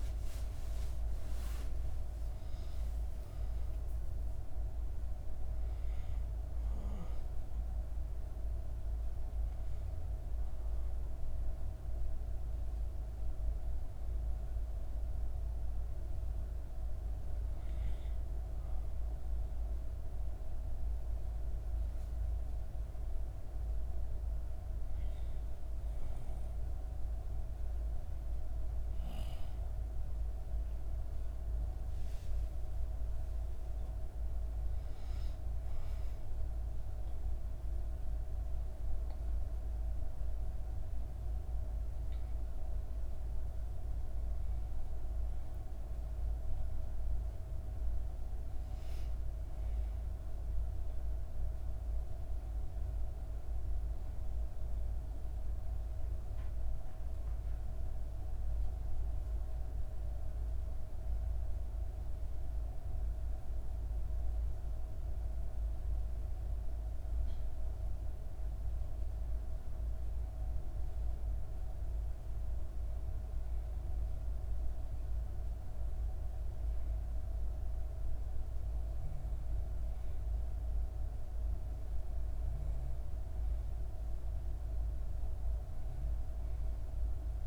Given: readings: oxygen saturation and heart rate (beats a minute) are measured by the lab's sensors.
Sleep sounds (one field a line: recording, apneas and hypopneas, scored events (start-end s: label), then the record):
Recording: breathing in sleep, hard to hear, by a room microphone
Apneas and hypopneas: 1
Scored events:
30.00-35.00 s: arousal
56.50-67.50 s: hypopnea (oxygen 96% before, 92% lowest, heart rate 74 before, 66 extreme, up 0 after)
69.50-74.00 s: arousal
From the record:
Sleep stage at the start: N1 (lightest sleep)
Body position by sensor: on the back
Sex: female